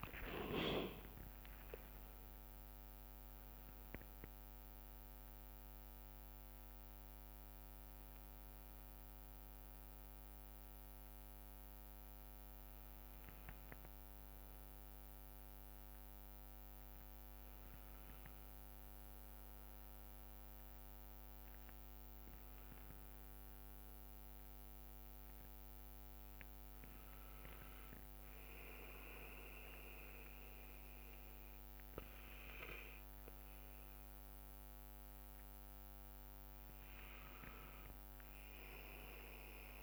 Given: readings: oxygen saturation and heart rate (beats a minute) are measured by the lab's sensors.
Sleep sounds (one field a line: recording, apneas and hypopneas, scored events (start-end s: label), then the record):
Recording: breathing in sleep by a microphone on the trachea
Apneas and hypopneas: none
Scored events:
0.00-1.00 s: long interval between heartbeats (device-marked, heart rate 90 extreme)
0.00-2.00 s: tachycardia (device-marked, heart rate 107 extreme)
0.00-12.00 s: drop in pulse transit time (device-marked, heart rate 63 before, 63 extreme)
0.00-19.00 s: oxygen desaturation (device-marked, oxygen 88% lowest, heart rate 59 extreme)
11.00-39.83 s: new sleep stage, N1 (lightest sleep)
31.00-34.00 s: bradycardia (device-marked, heart rate 64 before, 60 extreme)
33.50-37.50 s: arousal
From the record:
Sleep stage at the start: N2 (light sleep)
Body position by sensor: on the back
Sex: male